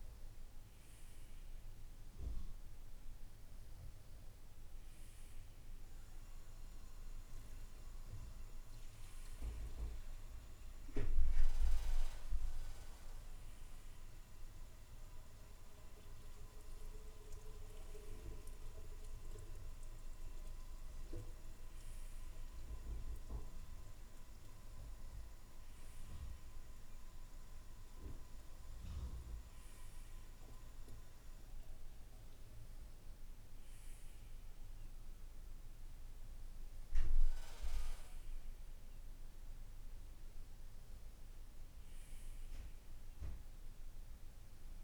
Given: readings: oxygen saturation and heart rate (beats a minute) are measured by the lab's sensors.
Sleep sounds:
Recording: breathing in sleep by a room microphone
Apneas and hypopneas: none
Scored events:
none scored
From the record:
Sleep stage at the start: N2 (light sleep)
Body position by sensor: on the right side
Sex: male

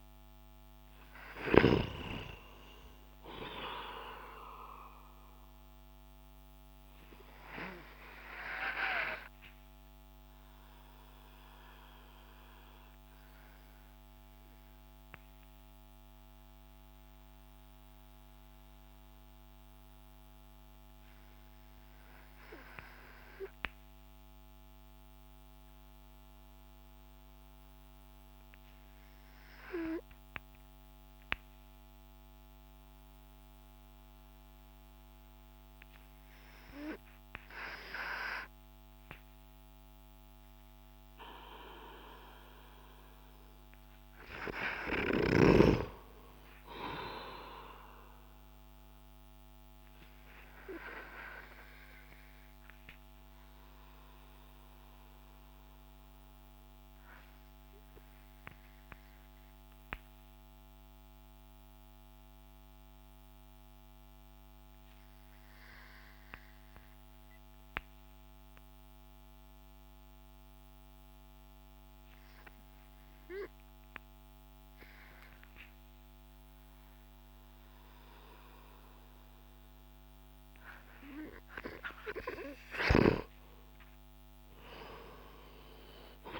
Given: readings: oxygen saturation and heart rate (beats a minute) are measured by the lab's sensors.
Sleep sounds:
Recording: breathing in sleep by a microphone on the trachea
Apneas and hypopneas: 2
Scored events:
0.00-1.00 s: arousal
0.00-1.00 s: snoring (device-marked)
0.00-8.50 s: oxygen desaturation (device-marked, oxygen 93% lowest)
7.00-42.50 s: obstructive apnea (oxygen 98% before, 91% lowest)
16.50-31.50 s: oxygen desaturation (device-marked, oxygen 94% before, 91% lowest)
45.50-49.50 s: arousal
53.00-82.00 s: obstructive apnea (oxygen 98% before, 91% lowest)
66.50-73.50 s: oxygen desaturation (device-marked, oxygen 95% before, 92% lowest)
83.50-86.40 s: arousal
From the record:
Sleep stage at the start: N2 (light sleep)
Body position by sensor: on the back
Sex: male

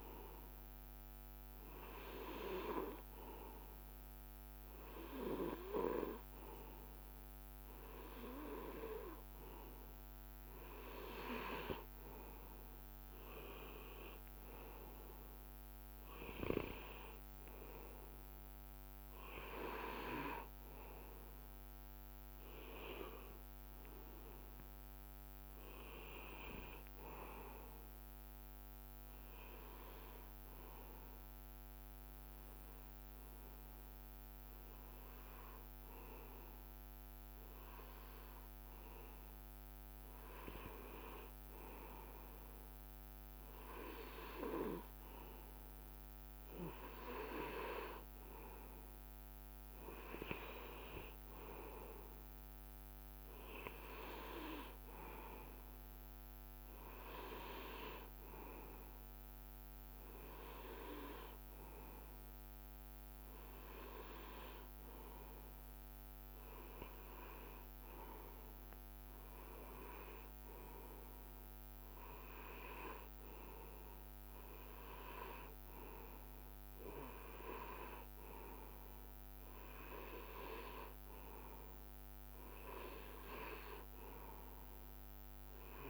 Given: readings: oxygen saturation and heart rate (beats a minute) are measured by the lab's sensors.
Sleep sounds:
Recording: breathing in sleep by a microphone on the trachea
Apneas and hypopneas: 1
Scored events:
21.50-26.00 s: arousal
31.00-41.00 s: hypopnea (oxygen 97% before, 96% lowest, heart rate 74 before, 61 extreme, up 3 after)
43.00-46.50 s: arousal
49.00-51.00 s: long interval between heartbeats (device-marked, heart rate 69 before, 70 extreme)
74.00-85.90 s: new sleep stage, REM sleep
From the record:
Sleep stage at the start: N2 (light sleep)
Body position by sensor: on the right side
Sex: male

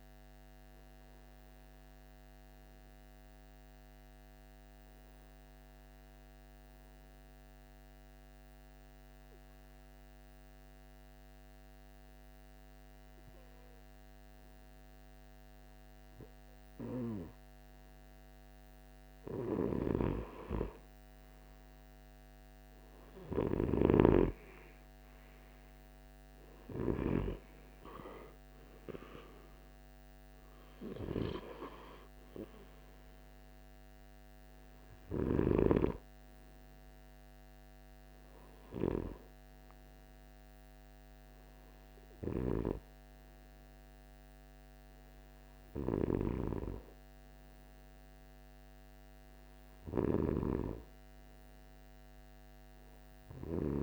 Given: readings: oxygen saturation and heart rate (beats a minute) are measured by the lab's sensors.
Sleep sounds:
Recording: breathing in sleep by a microphone on the trachea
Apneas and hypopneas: 1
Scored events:
0.00-2.00 s: oxygen desaturation (device-marked, oxygen 90% lowest, heart rate 53 extreme)
0.50-17.50 s: hypopnea (oxygen 97% before, 93% lowest, heart rate 64 before, 53 extreme, up 13 after)
19.00-48.00 s: oxygen desaturation (device-marked, oxygen 98% before, 93% lowest, heart rate 54 before, 57 extreme)
20.00-23.50 s: arousal
From the record:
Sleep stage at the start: N2 (light sleep)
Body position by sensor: on the right side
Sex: male

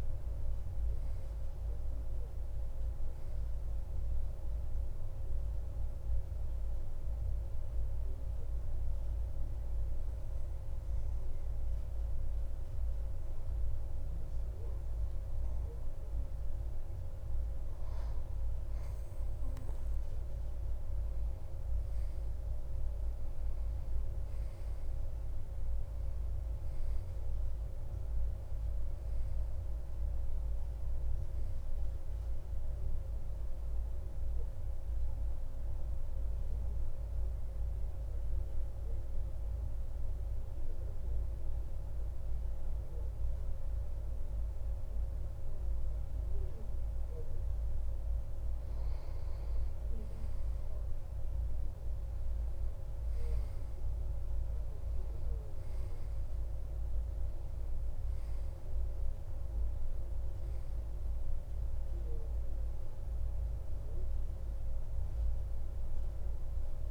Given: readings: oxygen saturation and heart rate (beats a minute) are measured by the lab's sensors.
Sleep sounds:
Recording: breathing in sleep, hard to hear, by a room microphone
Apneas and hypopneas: 2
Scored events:
6.50-18.00 s: hypopnea (oxygen 95% before, 93% lowest)
21.50-25.00 s: arousal
36.00-47.00 s: obstructive apnea (oxygen 95% before, 93% lowest)
49.00-52.50 s: arousal
From the record:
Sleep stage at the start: N2 (light sleep)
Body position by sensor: on the back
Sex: male

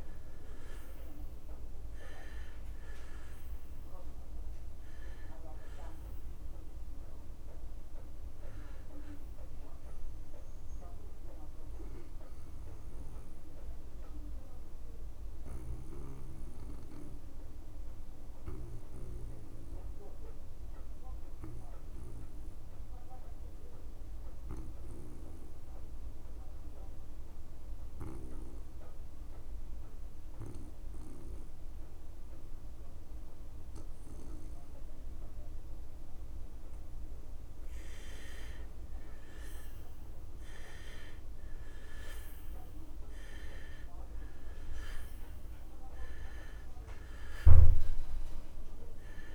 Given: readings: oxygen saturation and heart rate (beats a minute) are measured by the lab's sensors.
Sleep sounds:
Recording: breathing in sleep by a room microphone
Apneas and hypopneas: 1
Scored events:
0.00-13.50 s: oxygen desaturation (device-marked, oxygen 72% lowest)
12.00-37.00 s: obstructive apnea (oxygen 84% before, 69% lowest)
15.50-26.50 s: oxygen desaturation (device-marked, oxygen 76% before, 69% lowest)
36.50-49.35 s: oxygen desaturation (device-marked, oxygen 99% before, 79% lowest)
39.00-43.50 s: arousal
From the record:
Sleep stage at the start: N2 (light sleep)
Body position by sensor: on the back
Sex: male

